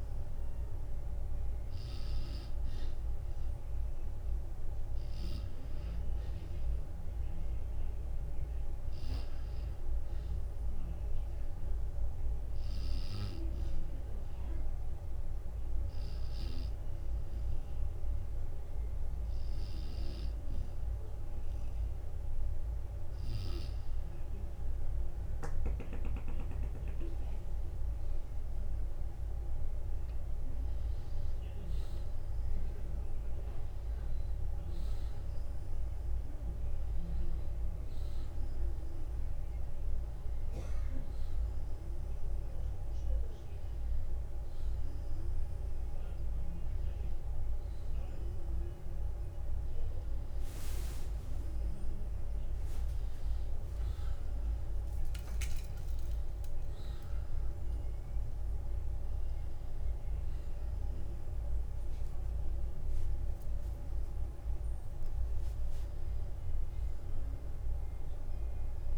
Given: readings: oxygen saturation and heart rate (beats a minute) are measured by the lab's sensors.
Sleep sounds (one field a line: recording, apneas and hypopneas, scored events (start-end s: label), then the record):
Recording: breathing in sleep, hard to hear, by a room microphone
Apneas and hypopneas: 1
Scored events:
15.50-25.50 s: hypopnea (oxygen 94% before, 90% lowest, heart rate 56 before, 54 extreme, up 12 after)
29.50-34.00 s: arousal
39.50-68.98 s: new sleep stage, N1 (lightest sleep)
53.50-55.50 s: long interval between heartbeats (device-marked, heart rate 65 before, 59 extreme)
From the record:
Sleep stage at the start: N2 (light sleep)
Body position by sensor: on the back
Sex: male